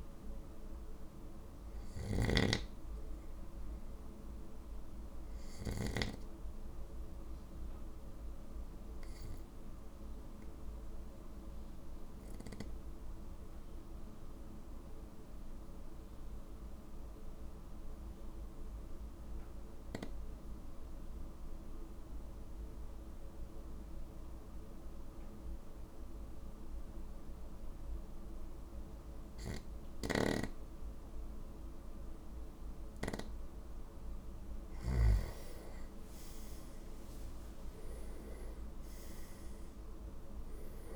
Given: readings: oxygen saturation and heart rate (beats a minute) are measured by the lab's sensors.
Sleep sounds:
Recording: breathing in sleep by a room microphone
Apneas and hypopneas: 1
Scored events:
0.00-2.50 s: snoring (device-marked)
6.50-32.50 s: obstructive apnea (oxygen 96% before, 94% lowest, heart rate 53 before, 48 extreme, up 8 after)
35.00-40.00 s: arousal
From the record:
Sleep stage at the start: N2 (light sleep)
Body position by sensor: on the right side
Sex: male

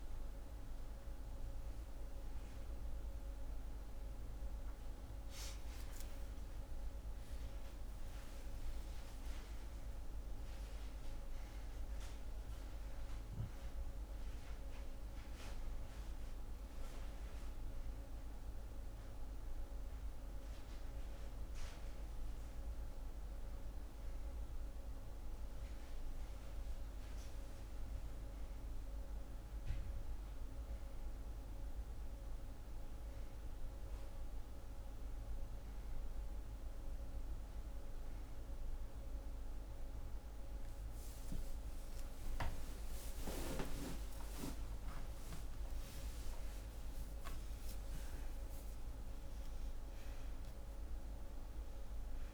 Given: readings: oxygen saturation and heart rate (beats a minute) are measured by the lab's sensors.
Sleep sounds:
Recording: a person awake in a sleep study, hard to hear, by a room microphone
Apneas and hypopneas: none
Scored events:
none scored
From the record:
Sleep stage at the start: awake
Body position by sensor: on the back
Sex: female

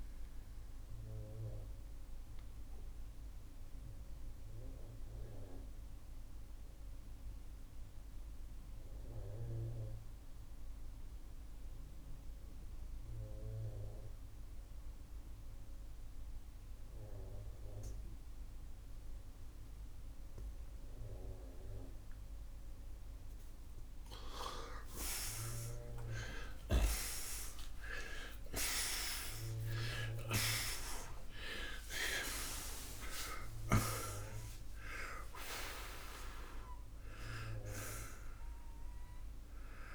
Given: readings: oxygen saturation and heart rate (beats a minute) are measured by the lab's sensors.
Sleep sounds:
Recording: breathing in sleep by a room microphone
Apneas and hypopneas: 1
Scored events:
2.00-21.50 s: obstructive apnea (oxygen 94% before, 84% lowest, heart rate 95 before, 72 extreme, up 46 after)
5.50-20.50 s: oxygen desaturation (device-marked, oxygen 92% before, 84% lowest, heart rate 88 before, 73 extreme)
24.50-30.00 s: arousal
From the record:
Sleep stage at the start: N2 (light sleep)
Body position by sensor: on the right side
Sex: male

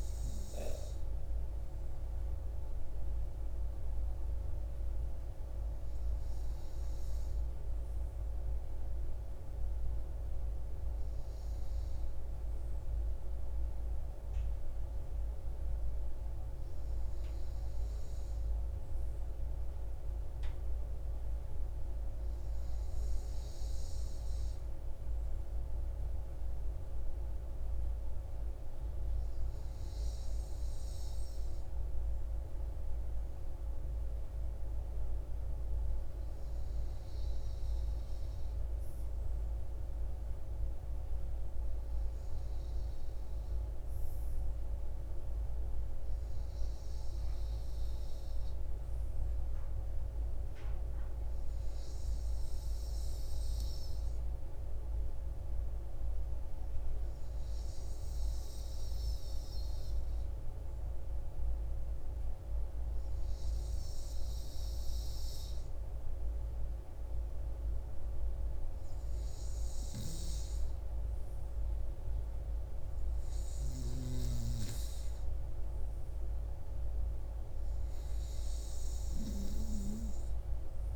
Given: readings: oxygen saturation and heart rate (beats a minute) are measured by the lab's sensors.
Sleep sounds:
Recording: breathing in sleep, hard to hear, by a room microphone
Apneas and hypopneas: none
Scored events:
12.50-80.96 s: new sleep stage, REM sleep
From the record:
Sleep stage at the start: N2 (light sleep)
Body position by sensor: on the front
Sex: male

